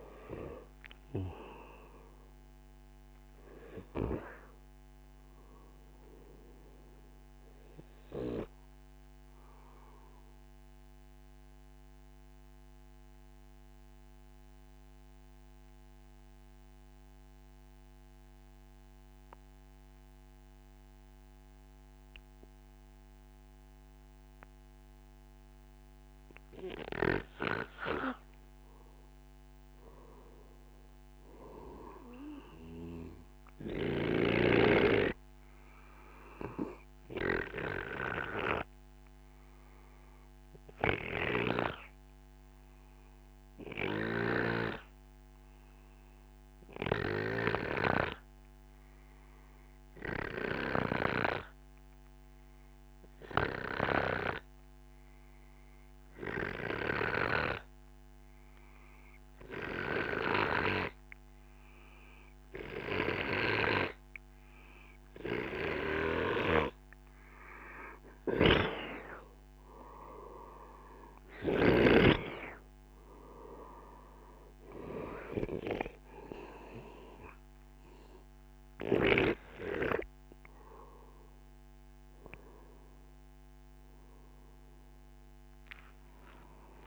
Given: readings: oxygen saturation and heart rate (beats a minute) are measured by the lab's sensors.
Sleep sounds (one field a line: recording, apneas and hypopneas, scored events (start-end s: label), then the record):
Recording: breathing in sleep by a microphone on the trachea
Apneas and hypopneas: 2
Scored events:
6.50-27.50 s: obstructive apnea (oxygen 97% before, 93% lowest, heart rate 62 before, 32 extreme, up 40 after)
29.00-33.00 s: arousal
37.50-67.50 s: obstructive apnea (oxygen 98% before, 93% lowest)
63.00-86.87 s: oxygen desaturation (device-marked, oxygen 97% before, 93% lowest, heart rate 62 before, 25 extreme)
66.00-71.50 s: snoring (device-marked)
70.00-73.50 s: arousal
From the record:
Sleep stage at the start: N2 (light sleep)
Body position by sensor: on the right side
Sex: male